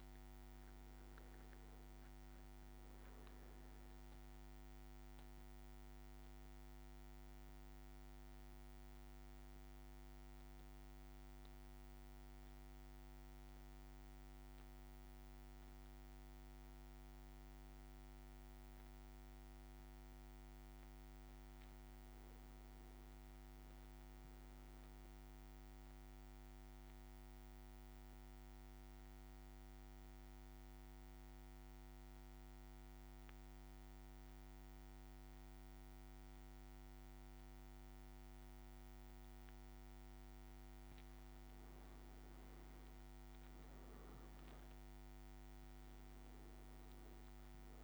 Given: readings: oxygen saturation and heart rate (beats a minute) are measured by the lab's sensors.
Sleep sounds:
breathing in sleep, hard to hear, by a microphone on the trachea; 1
5.00-6.00 s: leg movement (device-marked)
19.50-24.00 s: arousal
27.00-41.00 s: central apnea (oxygen 100% before, 95% lowest, heart rate 58 before, 57 extreme, up 4 after)
44.00-47.83 s: arousal
From the record:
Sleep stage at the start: N1 (lightest sleep); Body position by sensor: on the back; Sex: male

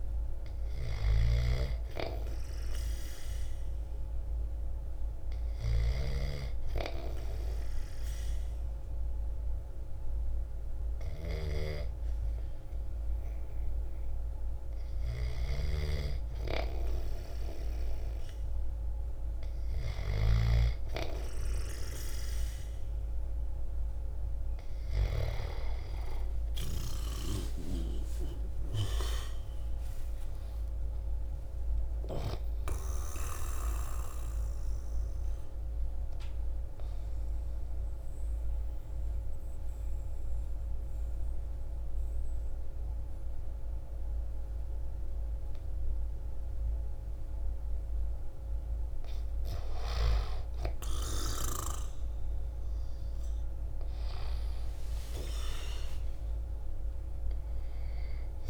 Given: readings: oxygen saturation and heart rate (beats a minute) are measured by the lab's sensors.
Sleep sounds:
breathing in sleep by a room microphone; 1
0.00-19.50 s: snoring (device-marked)
25.50-31.50 s: arousal
27.00-38.00 s: drop in pulse transit time (device-marked, heart rate 57 before, 57 extreme)
33.00-48.00 s: obstructive apnea (oxygen 93% before, 89% lowest, heart rate 59 before, 53 extreme, up 7 after)
53.00-57.50 s: arousal
54.00-58.50 s: drop in pulse transit time (device-marked, heart rate 57 before, 53 extreme)
From the record:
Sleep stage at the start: N2 (light sleep); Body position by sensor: on the back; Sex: male

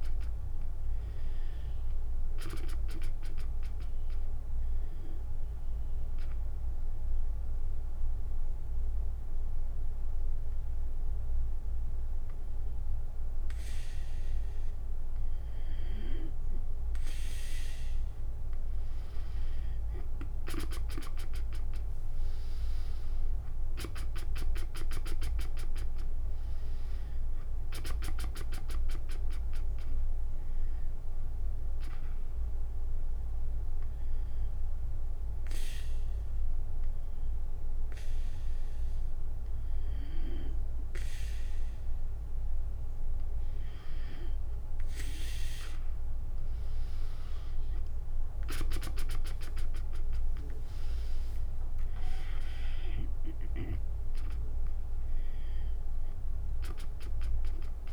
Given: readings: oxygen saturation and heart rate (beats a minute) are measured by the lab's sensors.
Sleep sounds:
breathing in sleep by a room microphone; 2
0.00-1.00 s: arousal
0.00-7.50 s: drop in pulse transit time (device-marked, heart rate 68 extreme)
0.00-15.50 s: oxygen desaturation (device-marked, oxygen 92% lowest, heart rate 61 extreme)
5.00-16.00 s: mixed apnea (oxygen 97% before, 92% lowest, heart rate 73 before, 61 extreme, up 7 after)
19.00-23.00 s: arousal
21.50-32.50 s: drop in pulse transit time (device-marked, heart rate 66 before, 65 extreme)
23.50-39.50 s: oxygen desaturation (device-marked, oxygen 98% before, 93% lowest, heart rate 65 before, 56 extreme)
32.00-43.00 s: obstructive apnea (oxygen 98% before, 93% lowest, heart rate 67 before, 56 extreme, up 25 after)
44.50-48.00 s: arousal
48.50-57.93 s: drop in pulse transit time (device-marked, heart rate 70 before, 60 extreme)
48.50-57.93 s: oxygen desaturation (device-marked, oxygen 98% before, 93% lowest, heart rate 70 before, 56 extreme)
From the record:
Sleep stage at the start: N2 (light sleep); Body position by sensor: on the back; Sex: female

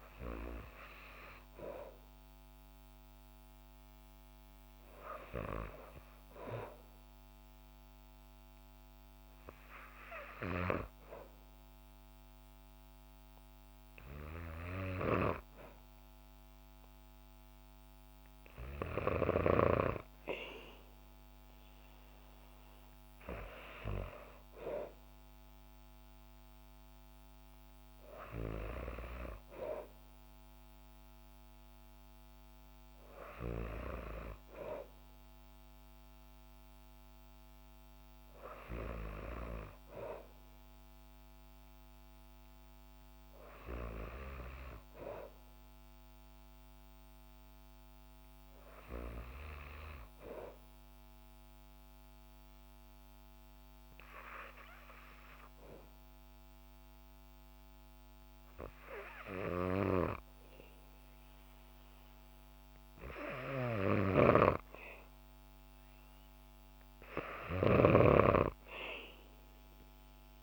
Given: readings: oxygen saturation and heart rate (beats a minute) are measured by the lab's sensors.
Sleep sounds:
breathing in sleep by a microphone on the trachea; 1
52.00-64.50 s: hypopnea (oxygen 97% before, 94% lowest, heart rate 61 before, 58 extreme, up 2 after)
63.50-70.43 s: snoring (device-marked)
66.00-69.50 s: arousal
From the record:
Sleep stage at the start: N2 (light sleep); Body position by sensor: on the back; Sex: female

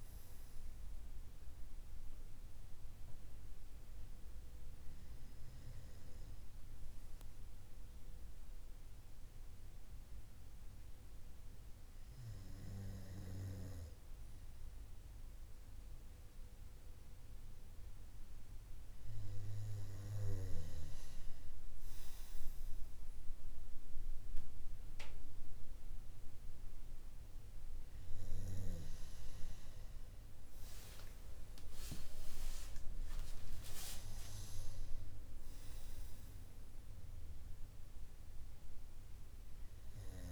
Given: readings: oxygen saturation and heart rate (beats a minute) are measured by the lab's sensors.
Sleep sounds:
breathing in sleep by a room microphone; none
39.00-40.32 s: arousal
From the record:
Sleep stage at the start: N2 (light sleep); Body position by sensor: on the right side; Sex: male

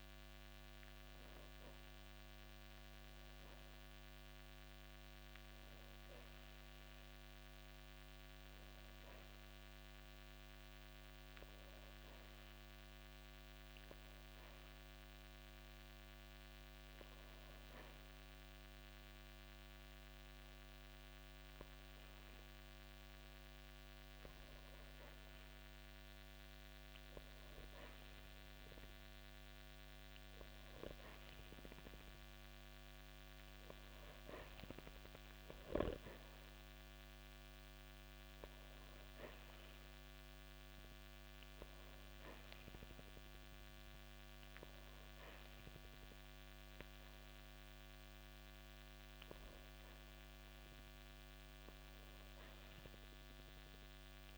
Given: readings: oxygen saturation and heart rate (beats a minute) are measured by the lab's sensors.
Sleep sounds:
breathing in sleep, hard to hear, by a microphone on the trachea; 1
4.00-16.50 s: hypopnea (oxygen 94% before, 90% lowest, heart rate 78 before, 55 extreme, up 2 after)
19.00-22.00 s: arousal
33.00-50.00 s: oxygen desaturation (device-marked, oxygen 94% before, 90% lowest, heart rate 66 before, 55 extreme)
From the record:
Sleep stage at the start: N2 (light sleep); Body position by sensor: on the back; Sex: male

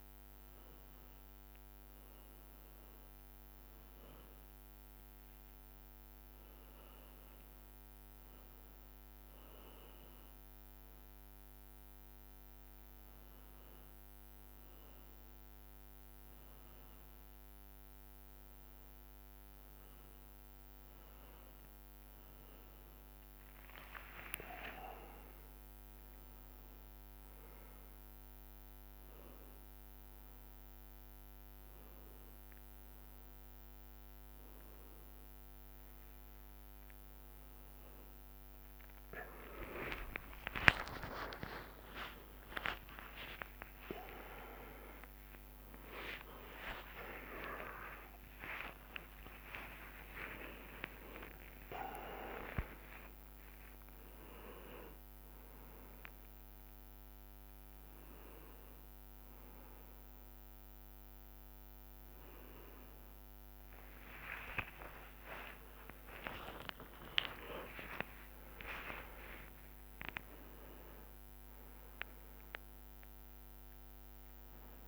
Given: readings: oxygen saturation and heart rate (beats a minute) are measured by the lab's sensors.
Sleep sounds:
a person awake in a sleep study, by a microphone on the trachea; none
37.00-54.00 s: tachycardia (device-marked, heart rate 72 before, 161 extreme)
38.00-40.00 s: long interval between heartbeats (device-marked, heart rate 70 before, 76 extreme)
40.50-42.50 s: long interval between heartbeats (device-marked, heart rate 71 before, 106 extreme)
42.50-44.50 s: long interval between heartbeats (device-marked, heart rate 76 before, 148 extreme)
46.50-48.50 s: long interval between heartbeats (device-marked, heart rate 94 before, 140 extreme)
50.00-52.00 s: long interval between heartbeats (device-marked, heart rate 107 before, 133 extreme)
52.00-54.00 s: long interval between heartbeats (device-marked, heart rate 114 before, 125 extreme)
54.00-56.00 s: long interval between heartbeats (device-marked, heart rate 120 before, 125 extreme)
58.00-74.88 s: drop in pulse transit time (device-marked, heart rate 130 before, 69 extreme)
64.00-66.00 s: long interval between heartbeats (device-marked, heart rate 118 before, 84 extreme)
64.00-71.00 s: tachycardia (device-marked, heart rate 75 before, 133 extreme)
67.50-69.50 s: long interval between heartbeats (device-marked, heart rate 109 before, 119 extreme)
From the record:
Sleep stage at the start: awake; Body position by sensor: on the back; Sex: male

